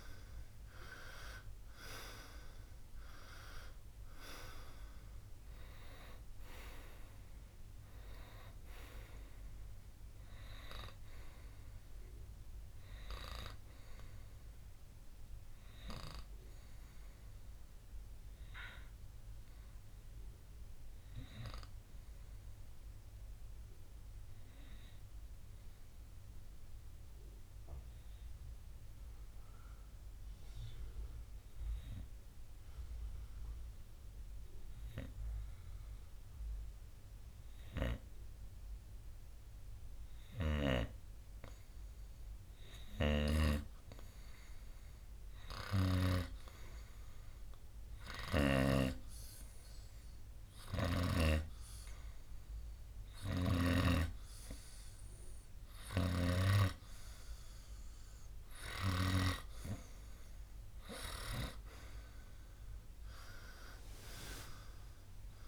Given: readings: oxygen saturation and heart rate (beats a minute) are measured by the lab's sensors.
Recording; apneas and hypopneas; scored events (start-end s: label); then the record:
breathing in sleep by a room microphone; 1
2.00-12.00 s: oxygen desaturation (device-marked, oxygen 95% before, 91% lowest, heart rate 64 before, 59 extreme)
18.00-45.00 s: obstructive apnea (oxygen 95% before, 90% lowest, heart rate 67 before, 59 extreme, up 1 after)
40.00-48.50 s: snoring (device-marked)
45.00-48.50 s: arousal
51.00-65.47 s: oxygen desaturation (device-marked, oxygen 97% before, 91% lowest, heart rate 62 before, 55 extreme)
From the record:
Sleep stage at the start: N2 (light sleep); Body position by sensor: on the right side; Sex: male